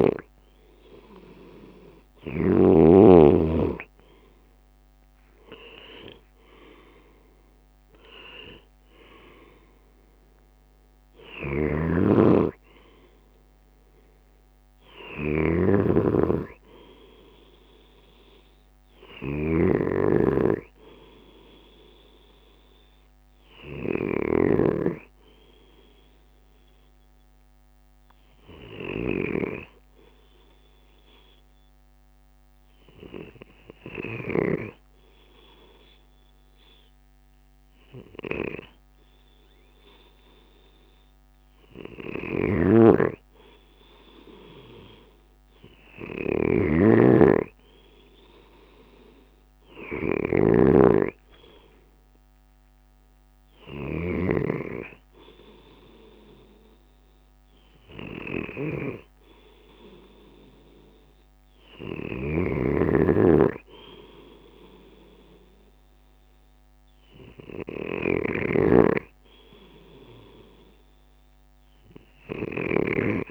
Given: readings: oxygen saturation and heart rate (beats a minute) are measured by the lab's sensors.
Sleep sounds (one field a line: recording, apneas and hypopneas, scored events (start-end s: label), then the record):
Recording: breathing in sleep by a microphone on the trachea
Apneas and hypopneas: 1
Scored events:
0.00-2.50 s: snoring (device-marked)
27.50-41.00 s: hypopnea (oxygen 94% before, 94% lowest, heart rate 60 before, 52 extreme, up 6 after)
47.00-50.50 s: arousal
47.00-58.00 s: drop in pulse transit time (device-marked, heart rate 56 before, 56 extreme)
From the record:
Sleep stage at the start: N2 (light sleep)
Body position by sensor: on the left side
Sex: male